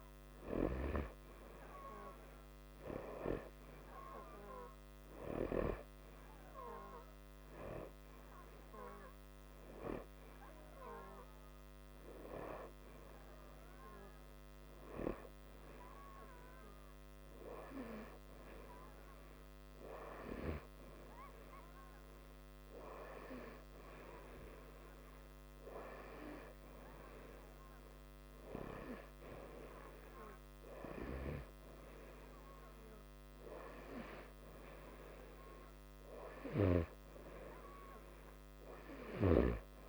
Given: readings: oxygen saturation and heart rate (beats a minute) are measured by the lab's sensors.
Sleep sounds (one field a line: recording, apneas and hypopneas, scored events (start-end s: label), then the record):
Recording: breathing in sleep by a microphone on the trachea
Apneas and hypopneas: none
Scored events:
26.00-39.89 s: new sleep stage, N2 (light sleep)
From the record:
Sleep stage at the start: N3 (deep sleep)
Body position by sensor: upright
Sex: male